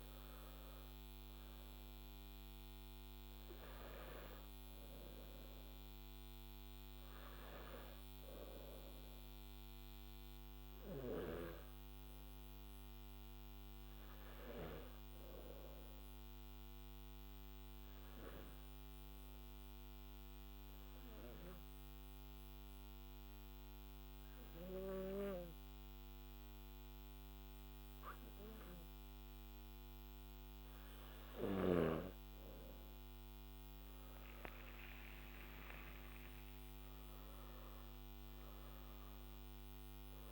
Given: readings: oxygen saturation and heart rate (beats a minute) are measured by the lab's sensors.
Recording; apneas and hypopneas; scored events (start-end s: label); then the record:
breathing in sleep by a microphone on the trachea; 1
0.00-22.50 s: oxygen desaturation (device-marked, oxygen 94% lowest, heart rate 51 extreme)
19.00-32.00 s: obstructive apnea (oxygen 97% before, 93% lowest, heart rate 55 before, 51 extreme, up 13 after)
35.50-40.32 s: oxygen desaturation (device-marked, oxygen 98% before, 93% lowest, heart rate 55 before, 51 extreme)
From the record:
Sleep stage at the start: N1 (lightest sleep); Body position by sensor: on the back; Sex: male